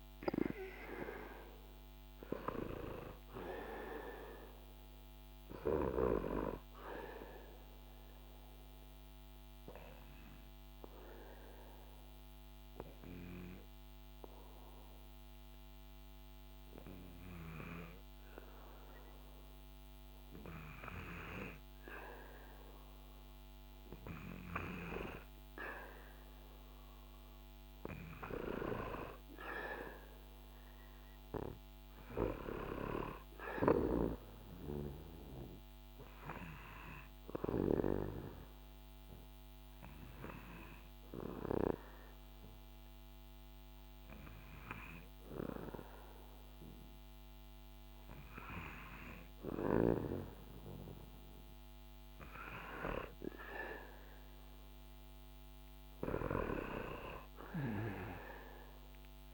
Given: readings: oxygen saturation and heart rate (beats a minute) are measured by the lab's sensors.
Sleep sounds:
breathing in sleep by a microphone on the trachea; 2
7.00-19.50 s: obstructive apnea (oxygen 100% before, 94% lowest, heart rate 80 before, 69 extreme, up 4 after)
21.00-24.50 s: arousal
26.00-48.00 s: oxygen desaturation (device-marked, oxygen 98% before, 95% lowest, heart rate 76 before, 69 extreme)
31.00-59.34 s: new sleep stage, N2 (light sleep)
33.50-49.50 s: hypopnea (oxygen 99% before, 94% lowest, heart rate 75 before, 70 extreme, up 8 after)
53.50-57.00 s: arousal
From the record:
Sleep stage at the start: N1 (lightest sleep); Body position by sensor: on the back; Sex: male

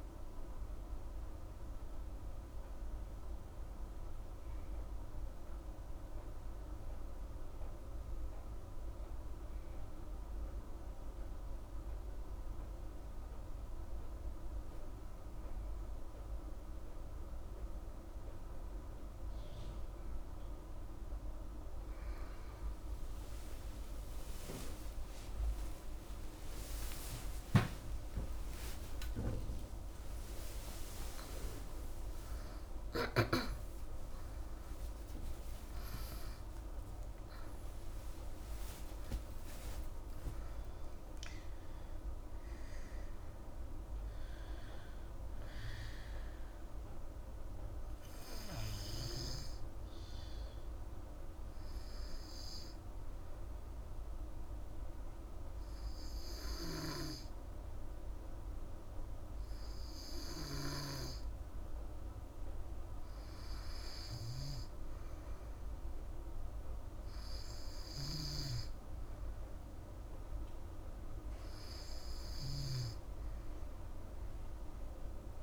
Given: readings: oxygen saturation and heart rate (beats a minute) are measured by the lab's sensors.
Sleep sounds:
a person partly awake in a sleep study, by a room microphone; 1
15.50-45.50 s: new sleep stage, awake
37.50-43.50 s: oxygen desaturation (device-marked, oxygen 99% before, 96% lowest, heart rate 97 before, 52 extreme)
45.50-75.43 s: new sleep stage, N2 (light sleep)
47.00-59.50 s: hypopnea (oxygen 99% before, 95% lowest, heart rate 106 before, 51 extreme, up 3 after)
63.00-67.00 s: arousal
From the record:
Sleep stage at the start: N2 (light sleep); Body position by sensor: on the back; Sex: female

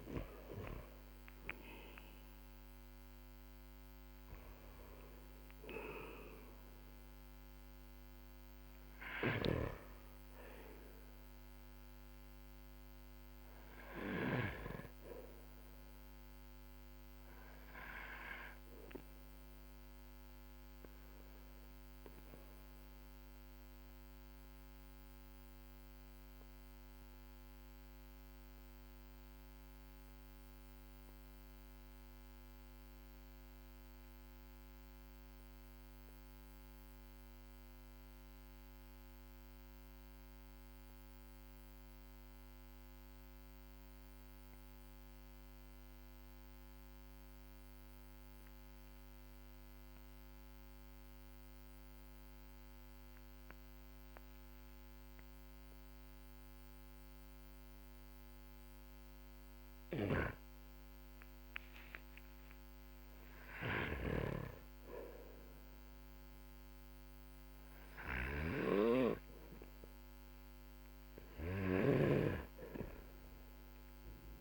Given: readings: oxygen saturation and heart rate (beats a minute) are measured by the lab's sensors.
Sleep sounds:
breathing in sleep by a microphone on the trachea; 1
16.50-41.50 s: oxygen desaturation (device-marked, oxygen 96% before, 92% lowest, heart rate 52 before, 47 extreme)
25.50-61.00 s: obstructive apnea (oxygen 97% before, 92% lowest, heart rate 49 before, 47 extreme, up 14 after)
62.00-68.00 s: arousal
71.00-74.41 s: snoring (device-marked)
From the record:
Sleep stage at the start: N2 (light sleep); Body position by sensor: on the back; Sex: male

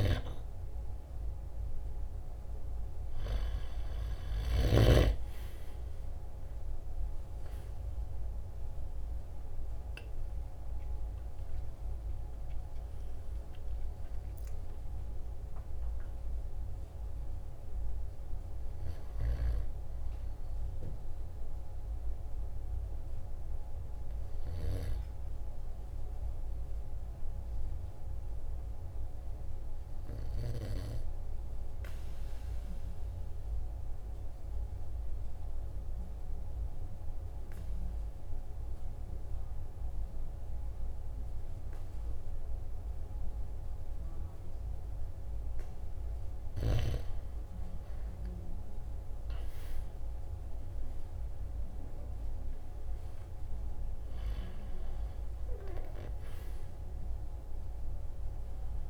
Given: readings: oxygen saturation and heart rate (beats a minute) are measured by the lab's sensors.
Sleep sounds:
breathing in sleep by a room microphone; 1
0.00-5.00 s: snoring (device-marked)
7.00-13.50 s: arousal
26.00-45.50 s: obstructive apnea (oxygen 95% before, 92% lowest, heart rate 54 before, 46 extreme, up 13 after)
48.50-54.00 s: arousal
55.00-58.90 s: oxygen desaturation (device-marked, oxygen 97% before, 92% lowest, heart rate 53 before, 46 extreme)
From the record:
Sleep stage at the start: N2 (light sleep); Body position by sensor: on the right side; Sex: male

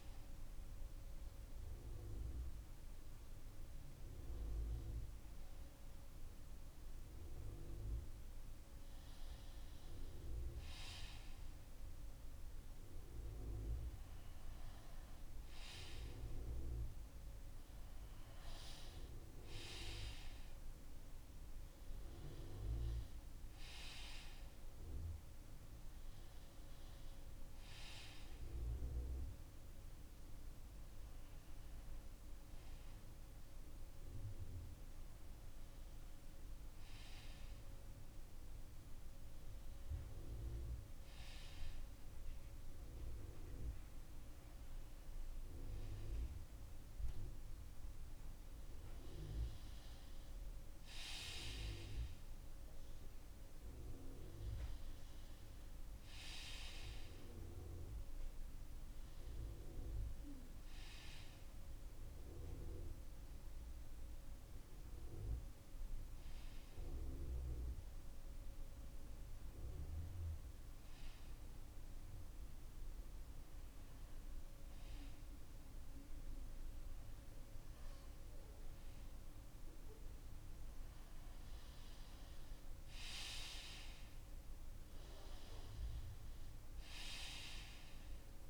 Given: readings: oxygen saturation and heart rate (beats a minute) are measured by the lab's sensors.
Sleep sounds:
a person partly awake in a sleep study, by a room microphone; none
5.00-88.50 s: new sleep stage, N2 (light sleep)
From the record:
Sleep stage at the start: awake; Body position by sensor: on the front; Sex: male

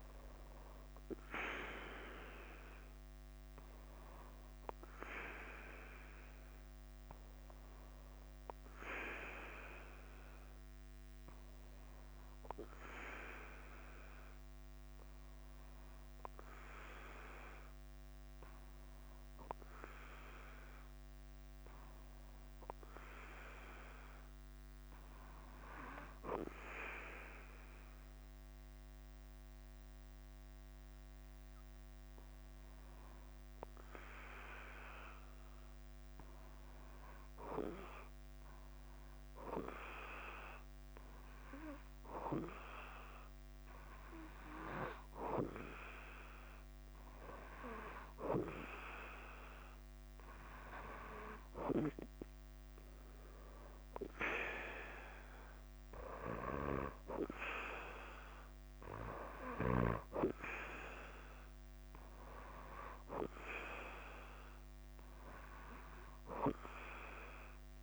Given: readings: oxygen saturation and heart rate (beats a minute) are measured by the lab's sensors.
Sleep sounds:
breathing in sleep by a microphone on the trachea; 1
0.00-67.83 s: bradycardia (device-marked, heart rate 45 extreme)
16.00-48.50 s: hypopnea (oxygen 97% before, 93% lowest, heart rate 52 before, 45 extreme, up 0 after)
29.50-31.50 s: long interval between heartbeats (device-marked, heart rate 51 before, 52 extreme)
52.00-55.50 s: arousal
From the record:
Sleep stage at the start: N2 (light sleep); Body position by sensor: on the back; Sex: male

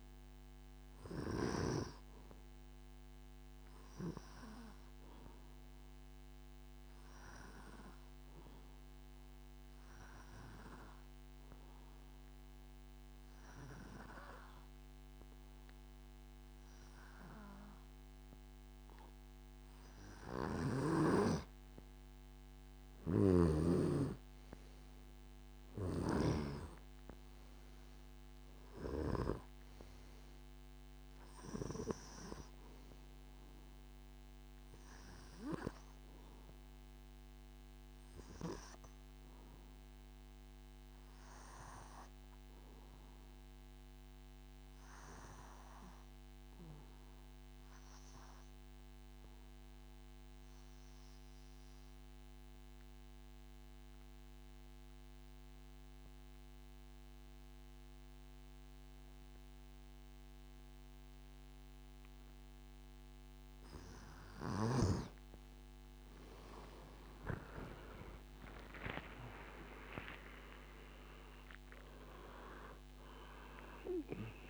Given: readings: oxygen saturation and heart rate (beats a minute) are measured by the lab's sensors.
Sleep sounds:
breathing in sleep by a microphone on the trachea; 2
7.50-19.50 s: obstructive apnea (oxygen 98% before, 87% lowest, heart rate 76 before, 70 extreme, up 3 after)
11.50-18.50 s: oxygen desaturation (device-marked, oxygen 97% before, 93% lowest, heart rate 75 before, 70 extreme)
21.50-25.50 s: arousal
23.50-49.50 s: oxygen desaturation (device-marked, oxygen 98% before, 91% lowest, heart rate 73 before, 69 extreme)
42.50-64.00 s: obstructive apnea (oxygen 98% before, 87% lowest, heart rate 77 before, 70 extreme, up 19 after)
60.50-74.50 s: oxygen desaturation (device-marked, oxygen 98% before, 87% lowest, heart rate 71 before, 67 extreme)
67.50-72.00 s: arousal
From the record:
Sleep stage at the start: N2 (light sleep); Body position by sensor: on the back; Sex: male

